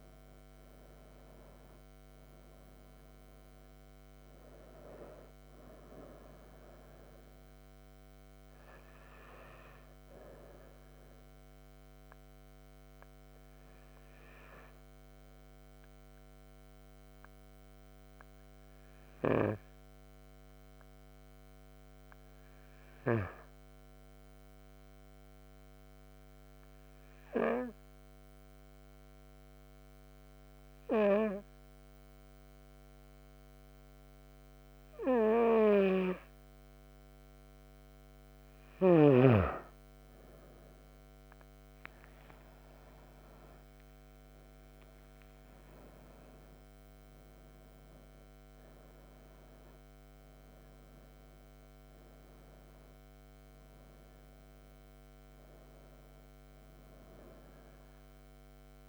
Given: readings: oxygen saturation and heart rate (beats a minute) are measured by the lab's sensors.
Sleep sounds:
breathing in sleep by a microphone on the trachea; 1
0.00-16.00 s: oxygen desaturation (device-marked, oxygen 91% lowest)
11.50-37.00 s: hypopnea (oxygen 96% before, 91% lowest)
36.00-58.89 s: oxygen desaturation (device-marked, oxygen 97% before, 92% lowest)
41.00-45.50 s: arousal
From the record:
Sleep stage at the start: N2 (light sleep); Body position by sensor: on the right side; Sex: female

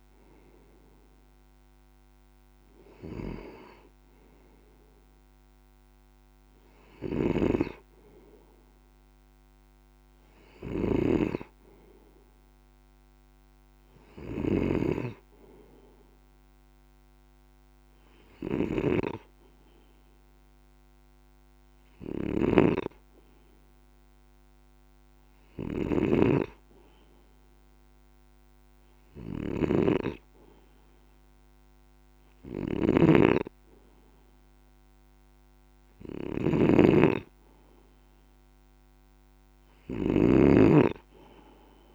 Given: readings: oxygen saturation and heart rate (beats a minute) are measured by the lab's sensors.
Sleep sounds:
breathing in sleep by a microphone on the trachea; 1
6.50-41.95 s: snoring (device-marked)
14.50-17.50 s: arousal
19.50-30.00 s: hypopnea
34.00-38.00 s: arousal
From the record:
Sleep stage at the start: N2 (light sleep); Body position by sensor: on the left side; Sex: male

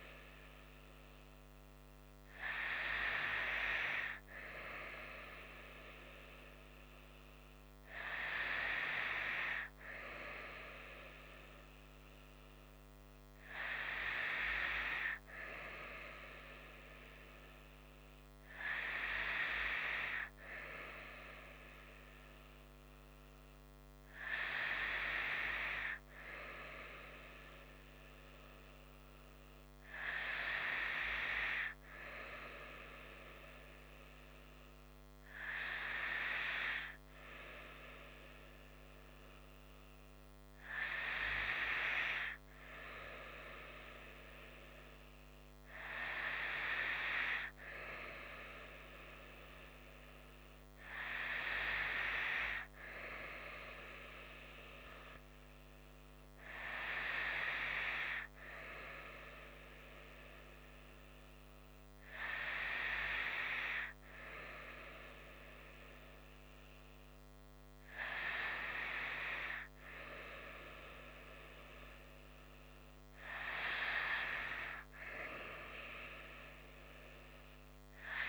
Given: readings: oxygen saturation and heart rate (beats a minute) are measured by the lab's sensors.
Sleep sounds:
breathing in sleep by a microphone on the trachea; none
none scored
From the record:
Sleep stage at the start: N2 (light sleep); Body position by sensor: on the right side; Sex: female

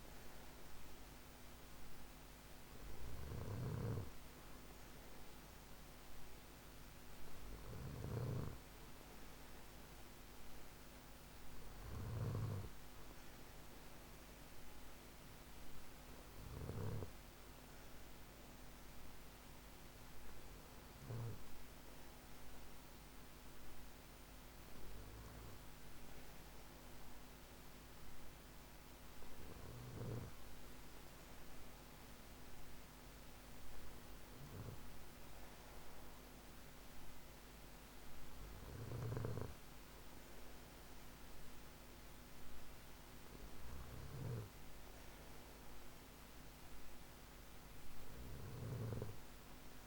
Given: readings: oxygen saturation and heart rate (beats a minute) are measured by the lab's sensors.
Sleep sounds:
breathing in sleep by a microphone on the trachea; none
0.00-21.00 s: snoring (device-marked)
38.50-49.86 s: snoring (device-marked)
From the record:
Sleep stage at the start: N2 (light sleep); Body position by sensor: on the back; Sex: male

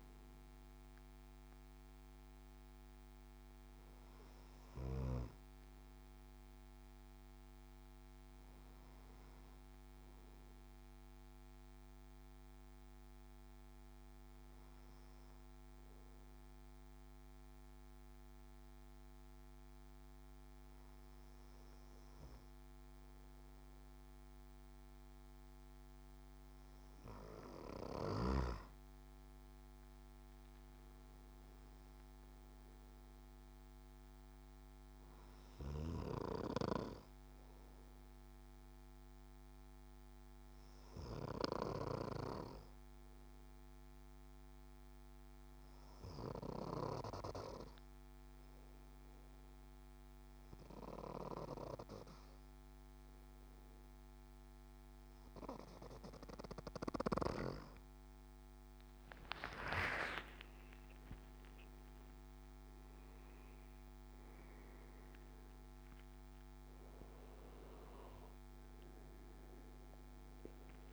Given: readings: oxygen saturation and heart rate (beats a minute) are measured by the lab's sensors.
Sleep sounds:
breathing in sleep by a microphone on the trachea; 2
0.00-3.00 s: oxygen desaturation (device-marked, oxygen 94% lowest, heart rate 62 extreme)
1.00-25.00 s: obstructive apnea (oxygen 98% before, 95% lowest, heart rate 80 before, 61 extreme, up 13 after)
28.00-31.50 s: arousal
36.00-56.50 s: obstructive apnea (oxygen 99% before, 94% lowest, heart rate 72 before, 62 extreme, up 14 after)
58.50-63.00 s: arousal
From the record:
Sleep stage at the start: N2 (light sleep); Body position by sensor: on the back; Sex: male

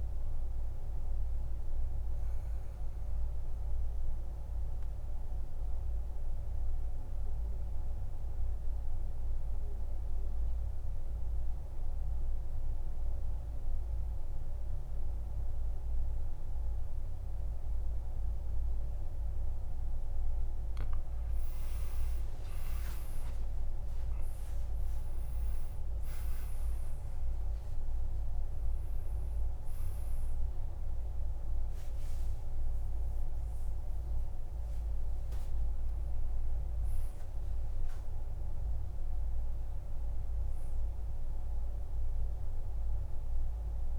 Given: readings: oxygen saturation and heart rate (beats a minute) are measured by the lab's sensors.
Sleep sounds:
breathing in sleep, hard to hear, by a room microphone; 1
0.00-17.00 s: oxygen desaturation (device-marked, oxygen 93% lowest, heart rate 49 extreme)
2.50-20.50 s: obstructive apnea (oxygen 97% before, 91% lowest, heart rate 57 before, 50 extreme, up 30 after)
22.00-25.50 s: arousal
23.00-25.00 s: long interval between heartbeats (device-marked, heart rate 52 before, 68 extreme)
24.00-43.99 s: oxygen desaturation (device-marked, oxygen 98% before, 91% lowest, heart rate 52 before, 51 extreme)
33.00-35.00 s: long interval between heartbeats (device-marked, heart rate 62 before, 70 extreme)
From the record:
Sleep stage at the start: N2 (light sleep); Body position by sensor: on the back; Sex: male

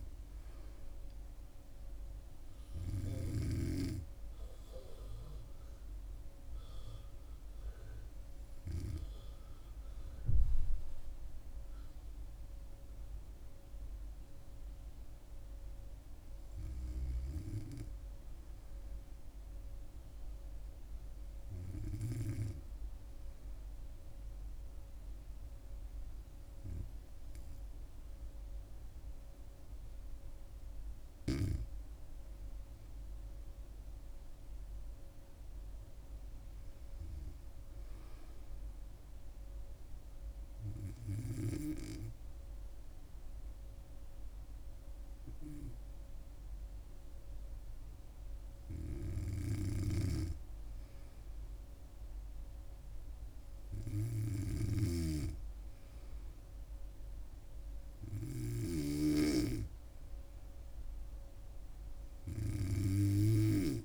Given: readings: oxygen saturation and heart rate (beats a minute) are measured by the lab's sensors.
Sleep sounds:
breathing in sleep by a room microphone; none
0.00-10.00 s: oxygen desaturation (device-marked, oxygen 99% before, 95% lowest, heart rate 67 before, 64 extreme)
From the record:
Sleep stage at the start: N2 (light sleep); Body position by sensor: on the back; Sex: female

